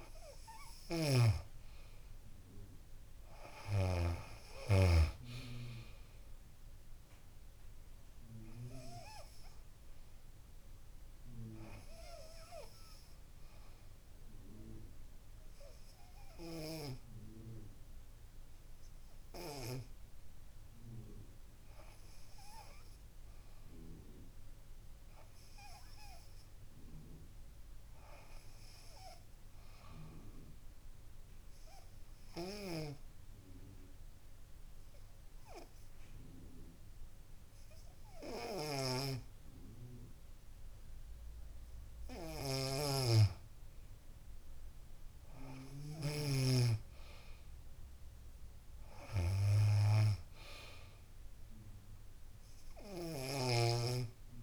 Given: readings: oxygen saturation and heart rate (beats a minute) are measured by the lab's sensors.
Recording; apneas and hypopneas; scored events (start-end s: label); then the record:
breathing in sleep by a room microphone; 2
6.50-9.50 s: arousal
12.00-22.50 s: hypopnea (oxygen 97% before, 95% lowest, heart rate 71 before, 66 extreme, up 5 after)
23.50-29.50 s: arousal
33.00-43.50 s: hypopnea (oxygen 96% before, 95% lowest, heart rate 69 before, 67 extreme, up 2 after)
47.50-51.50 s: arousal
From the record:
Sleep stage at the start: N2 (light sleep); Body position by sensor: on the back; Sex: female